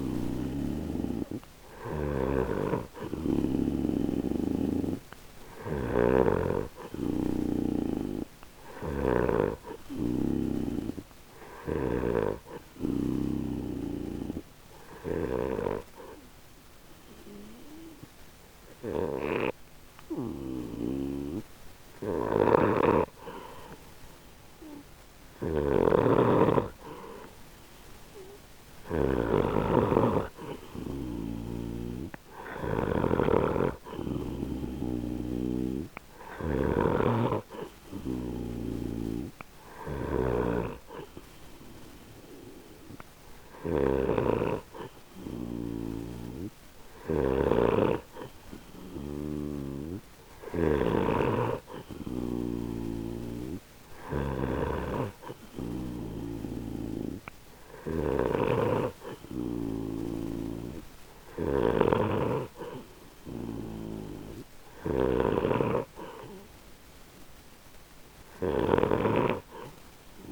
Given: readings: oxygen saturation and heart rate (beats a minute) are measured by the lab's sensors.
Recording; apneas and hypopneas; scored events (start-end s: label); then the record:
breathing in sleep by a microphone on the trachea; 1
0.00-12.00 s: snoring (device-marked)
4.00-6.50 s: arousal
14.50-26.00 s: hypopnea (oxygen 95% before, 93% lowest, heart rate 39 before, 26 extreme, up 1 after)
22.00-33.00 s: snoring (device-marked)
28.50-31.50 s: arousal
35.00-70.32 s: snoring (device-marked)
From the record:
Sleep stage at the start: N2 (light sleep); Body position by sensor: on the right side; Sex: male